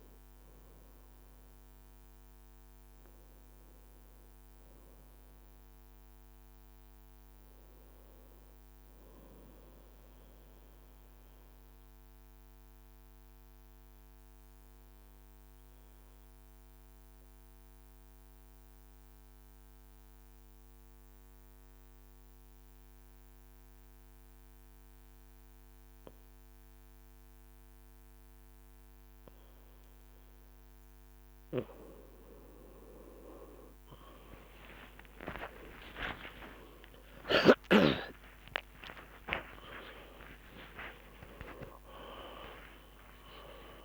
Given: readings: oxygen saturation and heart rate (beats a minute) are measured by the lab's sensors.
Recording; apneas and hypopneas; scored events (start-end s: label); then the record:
breathing in sleep by a microphone on the trachea; 1
10.00-28.50 s: obstructive apnea (oxygen 96% before, 93% lowest, heart rate 56 before, 52 extreme, up 47 after)
21.50-25.00 s: leg movement (device-marked)
34.00-43.85 s: tachycardia (device-marked, heart rate 58 before, 190 extreme)
34.50-36.50 s: long interval between heartbeats (device-marked, heart rate 54 before, 68 extreme)
36.50-38.50 s: long interval between heartbeats (device-marked, heart rate 56 before, 100 extreme)
38.50-40.50 s: long interval between heartbeats (device-marked, heart rate 61 before, 135 extreme)
41.00-43.85 s: new sleep stage, awake
41.50-43.50 s: long interval between heartbeats (device-marked, heart rate 76 before, 188 extreme)
From the record:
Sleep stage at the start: N2 (light sleep); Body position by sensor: on the right side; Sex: male